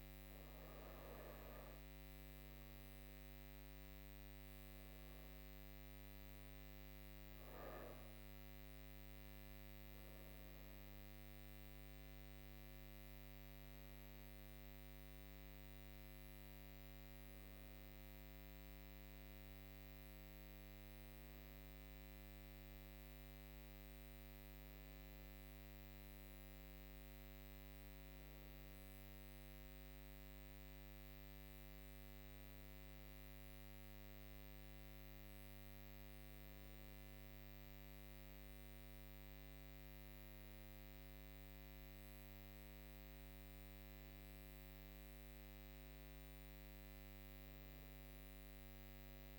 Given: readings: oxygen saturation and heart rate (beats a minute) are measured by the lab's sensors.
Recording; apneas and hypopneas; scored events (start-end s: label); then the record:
breathing in sleep, hard to hear, by a microphone on the trachea; none
16.00-46.00 s: new sleep stage, N1 (lightest sleep)
46.00-49.39 s: new sleep stage, awake
From the record:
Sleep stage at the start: N2 (light sleep); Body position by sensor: on the right side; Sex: female